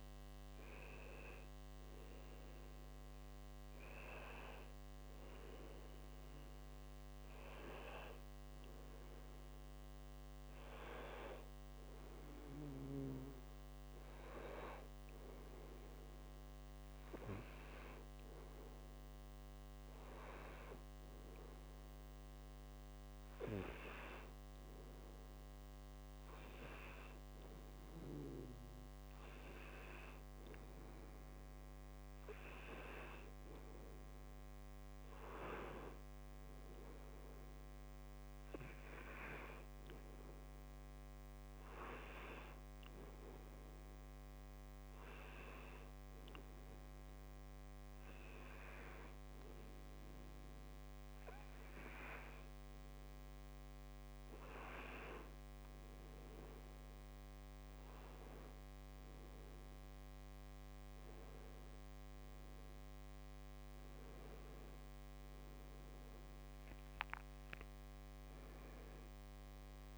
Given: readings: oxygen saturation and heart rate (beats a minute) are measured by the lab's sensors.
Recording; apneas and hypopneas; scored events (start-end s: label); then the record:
breathing in sleep by a microphone on the trachea; none
none scored
From the record:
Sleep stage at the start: N2 (light sleep); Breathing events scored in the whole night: 338 in 4.0 hours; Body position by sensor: on the back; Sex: male